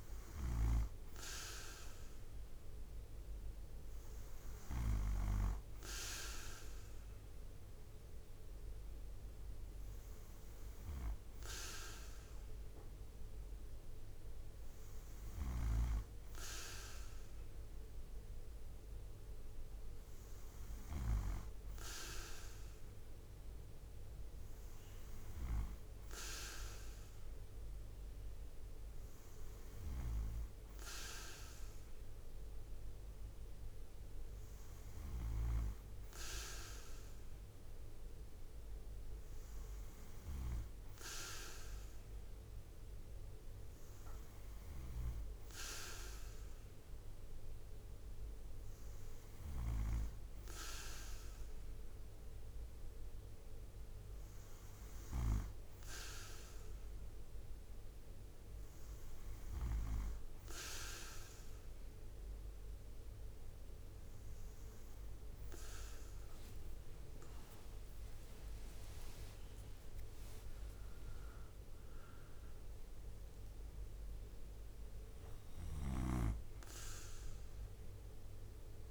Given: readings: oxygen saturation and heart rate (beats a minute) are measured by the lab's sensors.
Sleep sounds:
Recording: breathing in sleep by a room microphone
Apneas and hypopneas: none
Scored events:
67.00-71.00 s: arousal
68.50-78.91 s: drop in pulse transit time (device-marked, heart rate 67 before, 63 extreme)
From the record:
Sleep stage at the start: N2 (light sleep)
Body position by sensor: on the right side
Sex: male

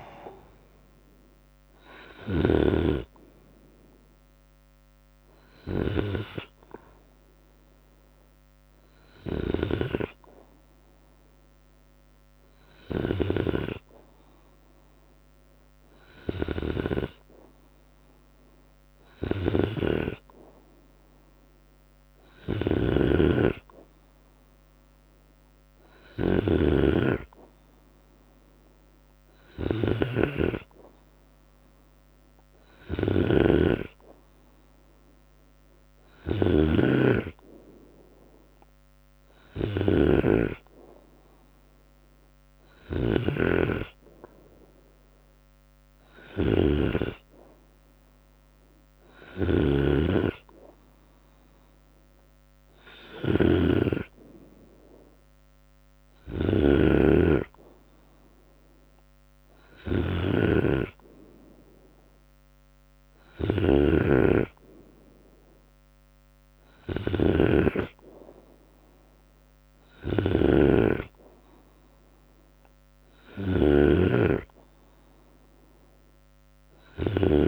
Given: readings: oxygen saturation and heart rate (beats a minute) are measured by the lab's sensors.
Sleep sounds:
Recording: breathing in sleep by a microphone on the trachea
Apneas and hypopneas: none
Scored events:
0.00-7.00 s: drop in pulse transit time (device-marked, heart rate 75 extreme)
21.50-77.48 s: snoring (device-marked)
62.50-64.50 s: long interval between heartbeats (device-marked, heart rate 76 before, 71 extreme)
From the record:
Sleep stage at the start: N2 (light sleep)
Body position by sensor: on the right side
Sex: male

